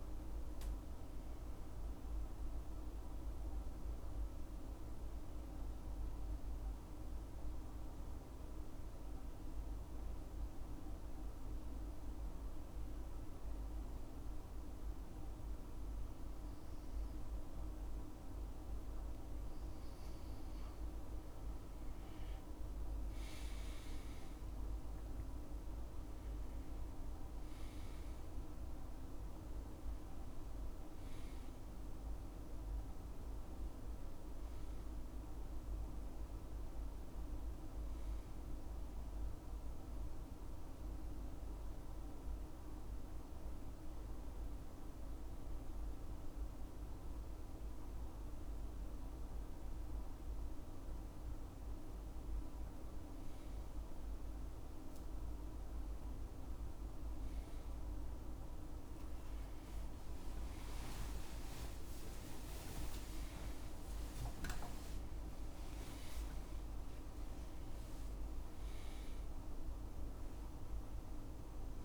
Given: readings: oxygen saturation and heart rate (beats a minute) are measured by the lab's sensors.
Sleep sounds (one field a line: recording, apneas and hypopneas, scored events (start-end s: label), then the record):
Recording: breathing in sleep, hard to hear, by a room microphone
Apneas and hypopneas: 2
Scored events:
4.00-19.50 s: hypopnea (oxygen 97% before, 92% lowest, heart rate 74 before, 69 extreme, up 9 after)
21.00-25.50 s: arousal
26.50-46.50 s: oxygen desaturation (device-marked, oxygen 97% before, 92% lowest, heart rate 75 before, 69 extreme)
41.00-52.50 s: obstructive apnea (oxygen 97% before, 92% lowest, heart rate 76 before, 69 extreme, up 14 after)
59.50-71.85 s: oxygen desaturation (device-marked, oxygen 98% before, 94% lowest, heart rate 73 before, 72 extreme)
60.00-64.50 s: arousal
From the record:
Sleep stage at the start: N2 (light sleep)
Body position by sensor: on the right side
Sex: male